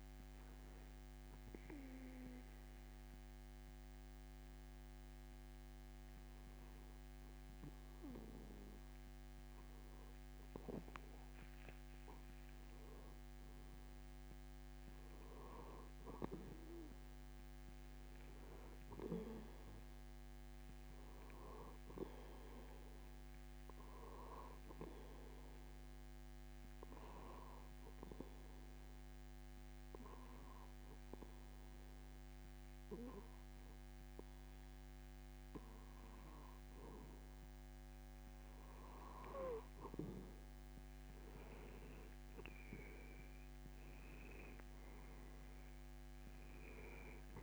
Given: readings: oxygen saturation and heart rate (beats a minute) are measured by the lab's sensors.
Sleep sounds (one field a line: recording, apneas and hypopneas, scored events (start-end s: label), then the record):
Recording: breathing in sleep by a microphone on the trachea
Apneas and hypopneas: 2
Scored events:
1.00-13.00 s: hypopnea (oxygen 94% before, 92% lowest)
15.00-18.50 s: arousal
28.00-39.00 s: obstructive apnea (oxygen 95% before, 92% lowest)
42.00-45.00 s: arousal
From the record:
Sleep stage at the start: N2 (light sleep)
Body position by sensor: on the back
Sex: male